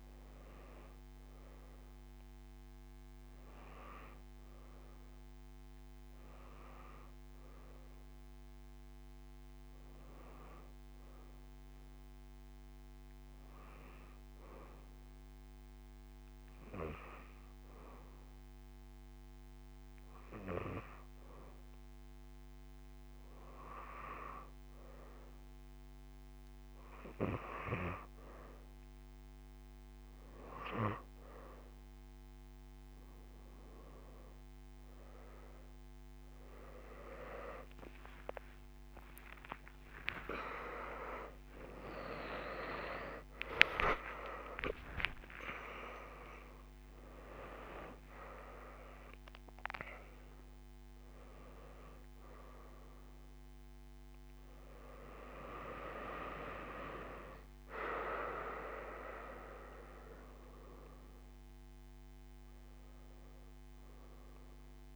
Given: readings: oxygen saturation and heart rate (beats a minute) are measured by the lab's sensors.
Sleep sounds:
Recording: breathing in sleep by a microphone on the trachea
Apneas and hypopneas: 1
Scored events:
0.00-5.50 s: oxygen desaturation (device-marked, oxygen 84% lowest)
7.50-22.50 s: hypopnea (oxygen 99% before, 90% lowest)
25.50-63.50 s: oxygen desaturation (device-marked, oxygen 98% before, 90% lowest)
51.50-64.96 s: new sleep stage, awake
From the record:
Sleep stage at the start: N1 (lightest sleep)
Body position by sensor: on the back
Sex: female

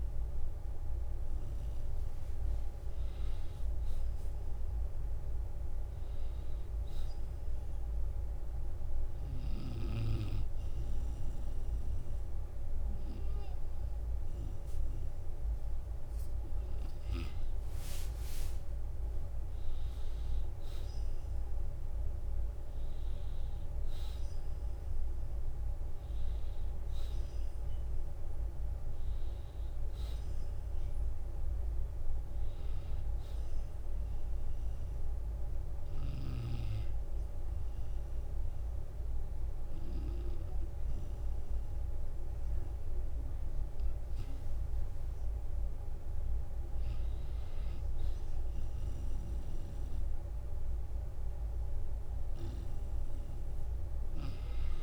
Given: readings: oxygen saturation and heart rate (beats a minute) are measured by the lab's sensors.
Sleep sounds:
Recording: breathing in sleep, hard to hear, by a room microphone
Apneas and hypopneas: 2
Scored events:
6.50-8.50 s: long interval between heartbeats (device-marked, heart rate 56 before, 69 extreme)
7.00-17.50 s: obstructive apnea (oxygen 95% before, 90% lowest, heart rate 57 before, 47 extreme, up 18 after)
21.50-23.50 s: long interval between heartbeats (device-marked, heart rate 62 before, 72 extreme)
21.50-26.00 s: arousal
33.50-44.50 s: hypopnea (oxygen 93% before, 85% lowest, heart rate 63 before, 47 extreme, up 23 after)
46.00-49.50 s: arousal
From the record:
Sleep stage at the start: N2 (light sleep)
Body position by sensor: on the back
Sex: male

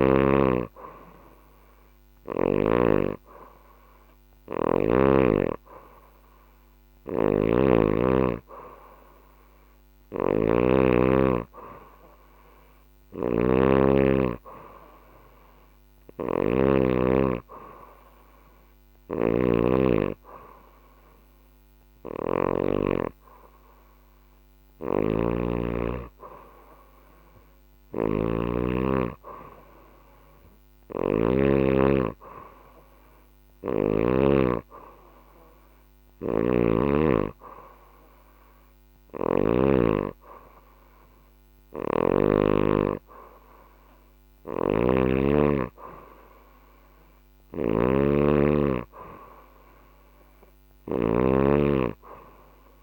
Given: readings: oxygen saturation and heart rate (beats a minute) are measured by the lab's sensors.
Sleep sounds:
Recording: breathing in sleep by a microphone on the trachea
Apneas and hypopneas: none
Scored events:
0.00-2.00 s: snoring (device-marked)
6.50-10.00 s: snoring (device-marked)
12.00-16.00 s: snoring (device-marked)
18.00-22.00 s: snoring (device-marked)
24.00-33.50 s: snoring (device-marked)
38.00-41.50 s: snoring (device-marked)
43.50-52.83 s: snoring (device-marked)
From the record:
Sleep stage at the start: N2 (light sleep)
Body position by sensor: on the back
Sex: female

